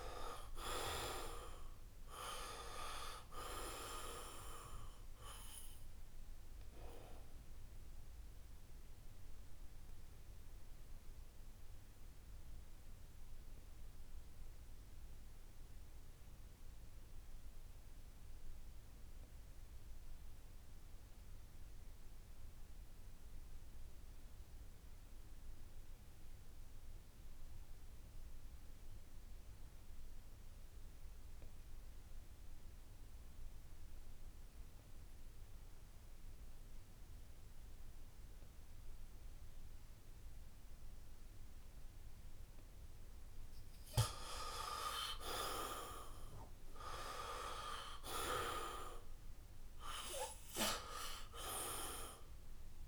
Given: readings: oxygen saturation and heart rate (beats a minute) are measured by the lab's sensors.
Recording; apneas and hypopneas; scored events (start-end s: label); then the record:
breathing in sleep by a room microphone; 1
0.00-24.50 s: oxygen desaturation (device-marked, oxygen 77% lowest, heart rate 65 extreme)
9.00-43.00 s: obstructive apnea (oxygen 98% before, 76% lowest, heart rate 72 before, 65 extreme, up 7 after)
36.50-52.88 s: oxygen desaturation (device-marked, oxygen 97% before, 76% lowest, heart rate 68 before, 61 extreme)
47.00-51.00 s: arousal
From the record:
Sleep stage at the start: N2 (light sleep); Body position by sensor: on the back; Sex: male